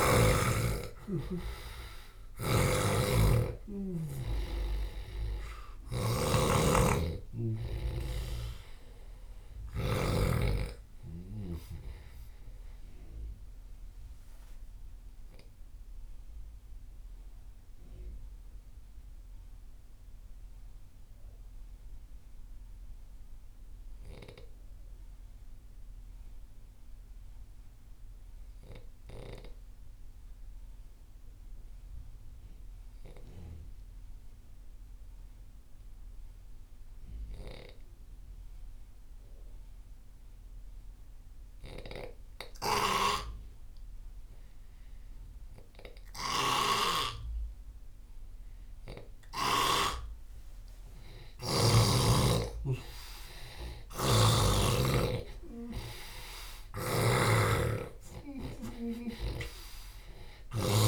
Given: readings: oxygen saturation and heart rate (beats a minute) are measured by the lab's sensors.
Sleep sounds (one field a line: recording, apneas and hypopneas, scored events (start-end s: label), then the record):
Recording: breathing in sleep by a room microphone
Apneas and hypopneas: 1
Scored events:
0.00-24.50 s: oxygen desaturation (device-marked, oxygen 86% lowest)
2.00-10.00 s: snoring (device-marked)
14.50-51.50 s: mixed apnea (oxygen 97% before, 86% lowest)
42.50-49.50 s: snoring (device-marked)
42.50-60.88 s: oxygen desaturation (device-marked, oxygen 98% before, 86% lowest)
53.00-57.00 s: arousal
56.50-60.88 s: snoring (device-marked)
From the record:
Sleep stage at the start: N2 (light sleep)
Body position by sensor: on the left side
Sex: male